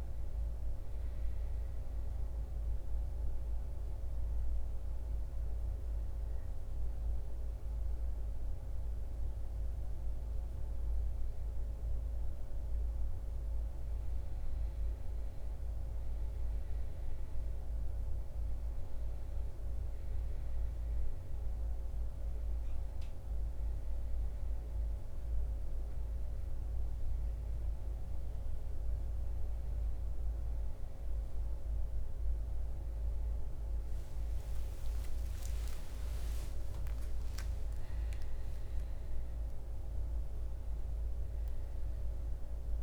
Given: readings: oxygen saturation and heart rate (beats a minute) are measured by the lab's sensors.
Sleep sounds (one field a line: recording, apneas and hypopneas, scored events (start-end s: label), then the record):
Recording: breathing in sleep, hard to hear, by a room microphone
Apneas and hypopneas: 1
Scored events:
0.00-15.00 s: oxygen desaturation (device-marked, oxygen 90% lowest)
2.00-14.00 s: obstructive apnea (oxygen 96% before, 90% lowest)
18.00-22.50 s: arousal
24.00-37.00 s: oxygen desaturation (device-marked, oxygen 95% before, 90% lowest)
36.00-40.00 s: arousal
From the record:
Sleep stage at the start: N2 (light sleep)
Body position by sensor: on the back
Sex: male